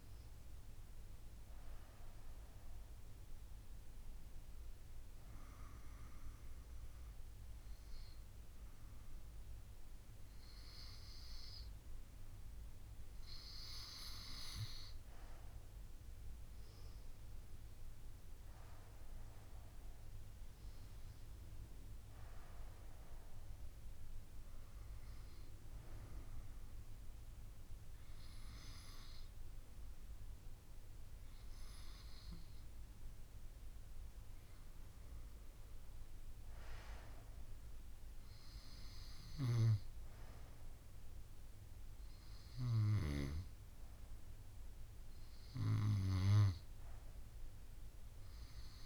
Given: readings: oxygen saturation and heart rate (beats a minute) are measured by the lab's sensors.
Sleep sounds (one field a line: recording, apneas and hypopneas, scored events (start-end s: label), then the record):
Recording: breathing in sleep by a room microphone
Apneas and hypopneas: 1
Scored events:
0.00-1.00 s: oxygen desaturation (device-marked, oxygen 94% lowest)
2.50-15.50 s: hypopnea (oxygen 98% before, 94% lowest)
17.00-21.00 s: arousal
20.00-35.00 s: oxygen desaturation (device-marked, oxygen 97% before, 94% lowest)
40.00-42.00 s: long interval between heartbeats (device-marked)
From the record:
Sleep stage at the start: N2 (light sleep)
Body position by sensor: on the right side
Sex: female